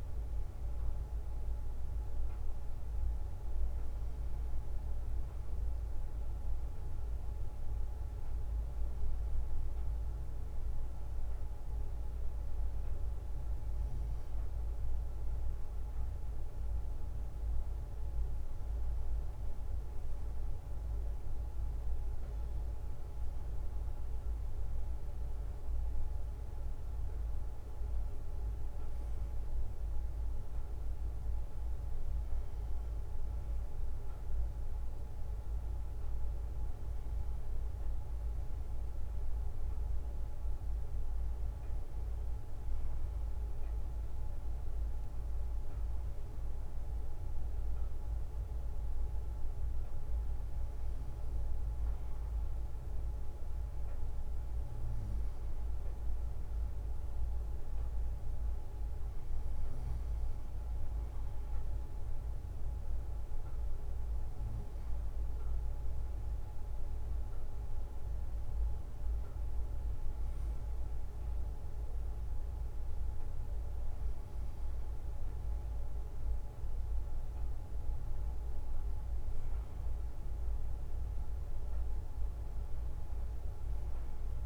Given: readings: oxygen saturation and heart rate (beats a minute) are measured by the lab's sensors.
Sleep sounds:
breathing in sleep, hard to hear, by a room microphone; none
49.50-84.45 s: new sleep stage, N2 (light sleep)
From the record:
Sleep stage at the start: N1 (lightest sleep); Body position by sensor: on the right side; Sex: male

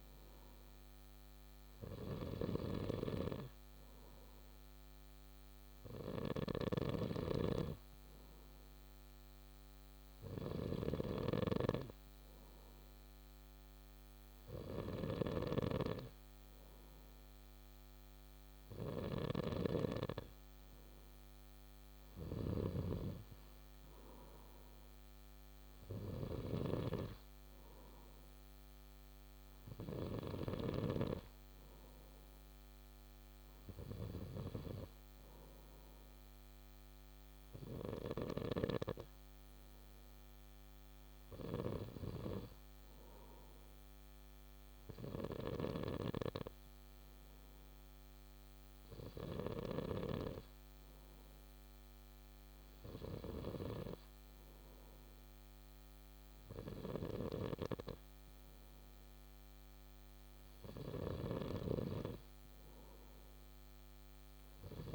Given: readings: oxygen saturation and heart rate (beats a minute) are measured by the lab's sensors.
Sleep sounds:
breathing in sleep by a microphone on the trachea; none
0.00-30.00 s: snoring (device-marked)
45.00-49.50 s: snoring (device-marked)
From the record:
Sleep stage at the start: N2 (light sleep); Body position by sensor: on the back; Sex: male

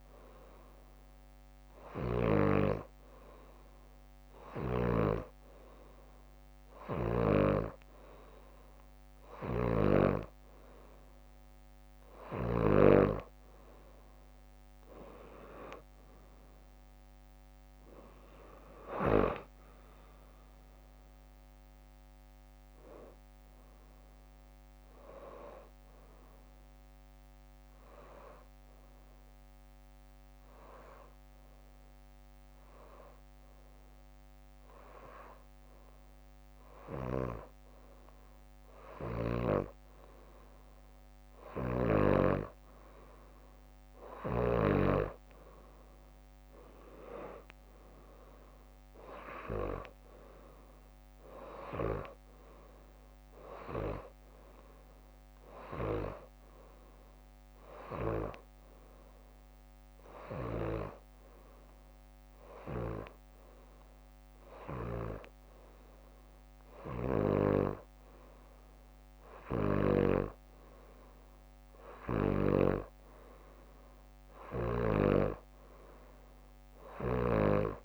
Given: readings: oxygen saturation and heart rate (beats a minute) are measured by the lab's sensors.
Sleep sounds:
breathing in sleep by a microphone on the trachea; 1
1.50-12.50 s: snoring (device-marked)
12.00-20.50 s: leg movement (device-marked)
19.00-37.00 s: drop in pulse transit time (device-marked, heart rate 64 before, 59 extreme)
21.50-24.50 s: arousal
27.00-39.00 s: hypopnea (oxygen 93% before, 92% lowest, heart rate 65 before, 59 extreme, up 9 after)
42.50-45.00 s: arousal
52.00-65.00 s: drop in pulse transit time (device-marked, heart rate 64 before, 61 extreme)
60.00-70.00 s: snoring (device-marked)
From the record:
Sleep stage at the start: N2 (light sleep); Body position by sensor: upright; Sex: female

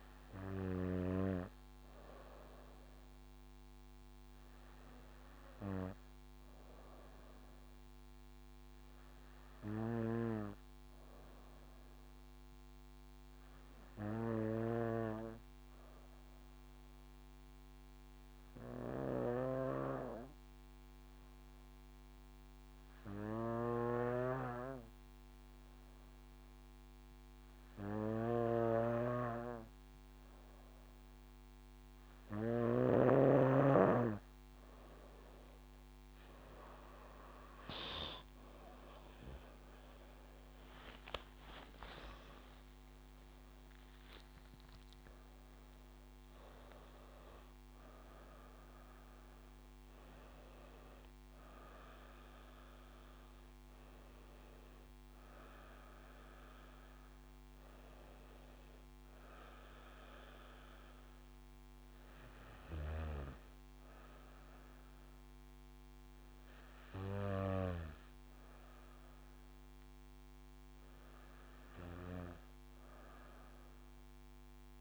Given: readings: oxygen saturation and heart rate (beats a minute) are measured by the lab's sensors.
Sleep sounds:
breathing in sleep by a microphone on the trachea; 1
11.50-32.00 s: obstructive apnea (oxygen 97% before, 91% lowest, heart rate 64 before, 61 extreme, up 9 after)
30.50-63.50 s: oxygen desaturation (device-marked, oxygen 97% before, 91% lowest, heart rate 62 before, 58 extreme)
41.00-43.00 s: long interval between heartbeats (device-marked, heart rate 64 before, 87 extreme)
42.50-48.50 s: arousal
From the record:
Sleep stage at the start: N2 (light sleep); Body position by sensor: on the back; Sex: female

